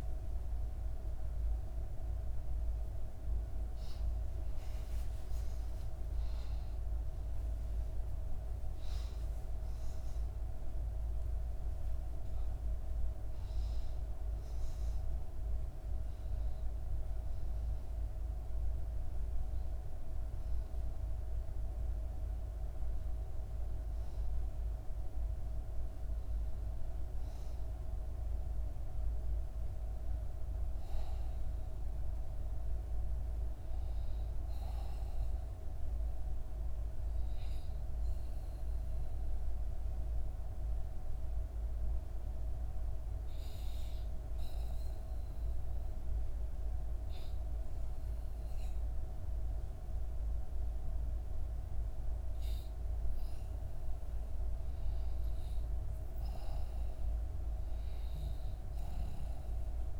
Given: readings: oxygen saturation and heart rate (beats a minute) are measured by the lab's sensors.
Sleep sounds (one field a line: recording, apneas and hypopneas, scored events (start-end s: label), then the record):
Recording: breathing in sleep, hard to hear, by a room microphone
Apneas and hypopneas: 1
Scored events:
0.00-5.50 s: oxygen desaturation (device-marked, oxygen 87% lowest, heart rate 65 extreme)
1.50-7.50 s: arousal
37.50-52.50 s: hypopnea (oxygen 98% before, 92% lowest, heart rate 70 before, 64 extreme, up 1 after)
52.50-60.00 s: oxygen desaturation (device-marked, oxygen 98% before, 94% lowest, heart rate 66 before, 64 extreme)
55.50-59.50 s: arousal
From the record:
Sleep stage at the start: REM sleep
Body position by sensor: on the back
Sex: female